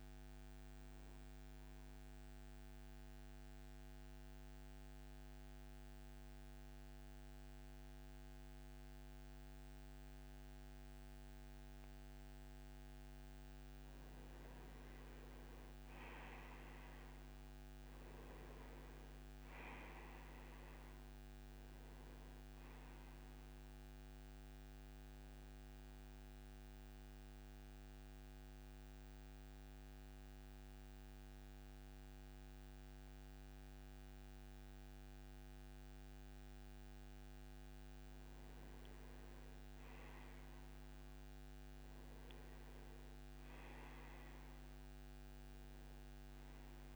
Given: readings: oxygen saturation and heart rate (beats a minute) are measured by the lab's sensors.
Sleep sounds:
breathing in sleep, hard to hear, by a microphone on the trachea; 2
3.50-15.50 s: oxygen desaturation (device-marked, oxygen 96% before, 90% lowest)
4.00-14.00 s: mixed apnea (oxygen 97% before, 86% lowest)
17.00-21.50 s: arousal
22.50-40.50 s: oxygen desaturation (device-marked, oxygen 94% before, 86% lowest)
27.50-38.00 s: central apnea (oxygen 96% before, 86% lowest)
40.50-44.50 s: arousal
From the record:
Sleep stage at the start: N2 (light sleep); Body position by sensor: on the right side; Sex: male

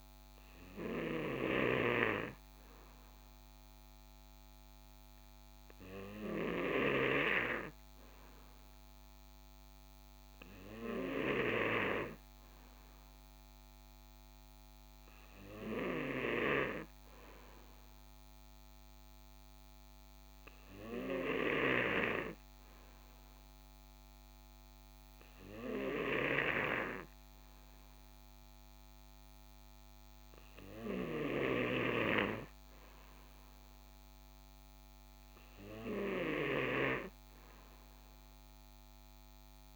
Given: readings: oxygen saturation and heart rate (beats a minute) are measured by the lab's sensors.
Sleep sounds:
breathing in sleep by a microphone on the trachea; none
none scored
From the record:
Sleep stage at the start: N2 (light sleep); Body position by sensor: on the right side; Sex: male

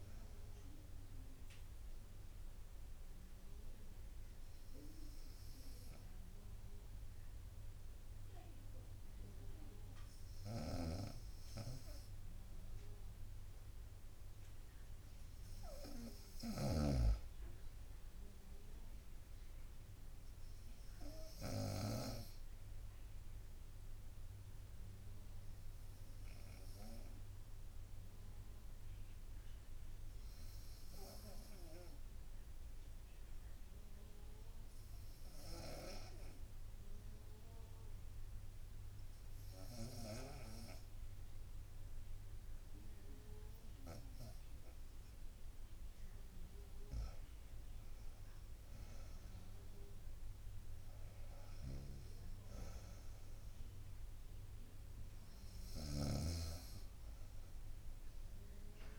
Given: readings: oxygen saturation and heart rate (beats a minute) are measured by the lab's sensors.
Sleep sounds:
breathing in sleep by a room microphone; 2
0.00-1.00 s: drop in pulse transit time (device-marked, heart rate 67 extreme)
0.00-13.00 s: oxygen desaturation (device-marked, oxygen 89% lowest, heart rate 61 extreme)
0.50-13.00 s: obstructive apnea (oxygen 96% before, 85% lowest, heart rate 66 before, 61 extreme, up 2 after)
10.50-22.00 s: snoring (device-marked)
17.00-20.50 s: arousal
24.00-45.00 s: obstructive apnea (oxygen 98% before, 85% lowest, heart rate 65 before, 56 extreme)
36.00-58.99 s: oxygen desaturation (device-marked, oxygen 95% before, 85% lowest, heart rate 64 before, 56 extreme)
40.00-54.00 s: drop in pulse transit time (device-marked, heart rate 63 before, 56 extreme)
43.00-45.00 s: long interval between heartbeats (device-marked, heart rate 63 before, 63 extreme)
46.00-48.00 s: bradycardia (device-marked, heart rate 65 before, 60 extreme)
48.00-52.00 s: arousal
55.50-58.99 s: snoring (device-marked)
From the record:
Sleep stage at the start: N2 (light sleep); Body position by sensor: on the right side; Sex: female

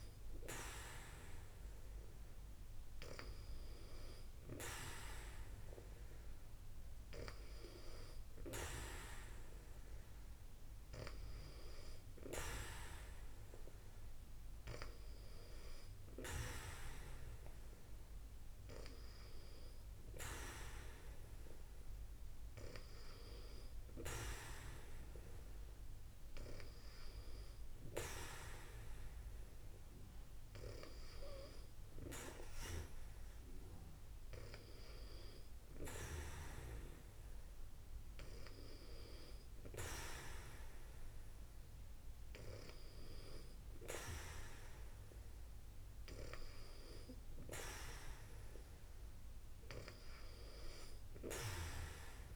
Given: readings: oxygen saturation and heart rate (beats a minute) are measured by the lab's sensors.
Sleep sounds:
breathing in sleep by a room microphone; none
none scored
From the record:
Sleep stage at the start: N2 (light sleep); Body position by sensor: on the back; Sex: female

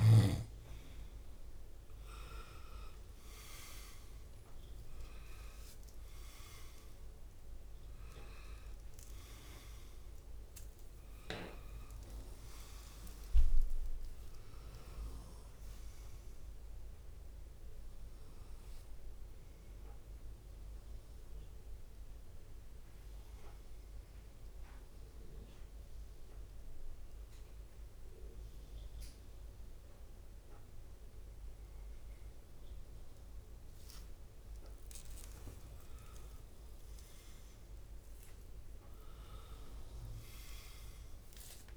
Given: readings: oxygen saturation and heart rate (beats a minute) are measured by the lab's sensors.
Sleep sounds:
breathing in sleep by a room microphone; 1
1.50-25.50 s: drop in pulse transit time (device-marked, heart rate 55 before, 56 extreme)
11.50-14.50 s: leg movement (device-marked)
21.00-34.50 s: obstructive apnea (oxygen 97% before, 95% lowest, heart rate 65 before, 56 extreme, up 8 after)
36.00-41.50 s: arousal
From the record:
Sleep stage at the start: N2 (light sleep); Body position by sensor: on the left side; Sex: male

